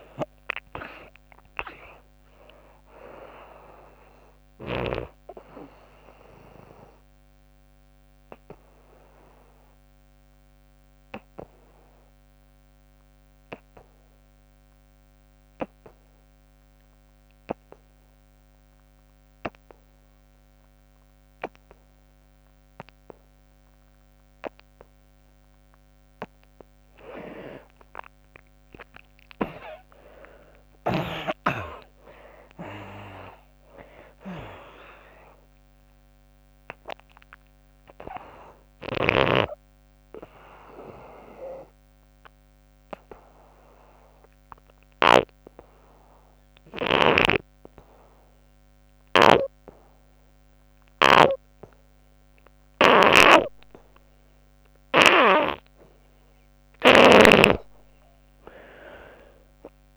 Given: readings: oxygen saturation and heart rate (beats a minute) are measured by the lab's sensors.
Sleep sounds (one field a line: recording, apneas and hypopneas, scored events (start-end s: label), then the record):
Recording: breathing in sleep by a microphone on the trachea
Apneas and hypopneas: 2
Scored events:
0.00-2.00 s: arousal
0.00-21.00 s: oxygen desaturation (device-marked, oxygen 74% lowest, heart rate 63 extreme)
6.50-25.00 s: obstructive apnea (oxygen 98% before, 74% lowest, heart rate 99 before, 63 extreme, up 31 after)
30.00-35.00 s: arousal
36.00-53.00 s: oxygen desaturation (device-marked, oxygen 93% before, 75% lowest, heart rate 75 before, 64 extreme)
39.00-55.00 s: obstructive apnea (oxygen 98% before, 75% lowest, heart rate 81 before, 64 extreme, up 30 after)
55.00-59.97 s: oxygen desaturation (device-marked, oxygen 98% before, 79% lowest, heart rate 79 before, 66 extreme)
58.00-59.97 s: arousal
From the record:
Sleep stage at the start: N2 (light sleep)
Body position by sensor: on the back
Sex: female